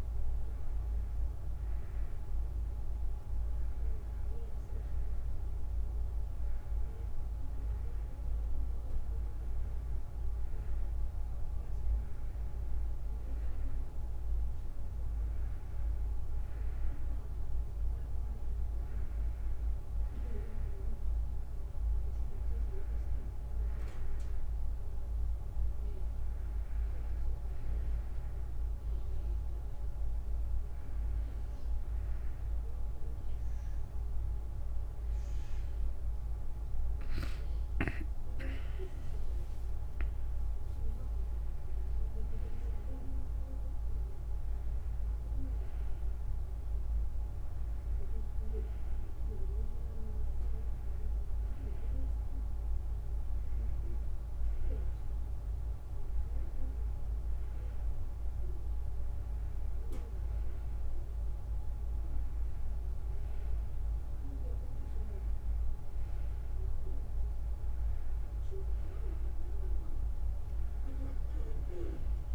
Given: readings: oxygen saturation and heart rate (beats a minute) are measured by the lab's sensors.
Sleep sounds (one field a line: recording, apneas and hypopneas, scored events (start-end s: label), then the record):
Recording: breathing in sleep, hard to hear, by a room microphone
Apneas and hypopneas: none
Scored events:
38.50-51.50 s: drop in pulse transit time (device-marked, heart rate 76 before, 77 extreme)
From the record:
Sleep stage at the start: N2 (light sleep)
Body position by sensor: on the right side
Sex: female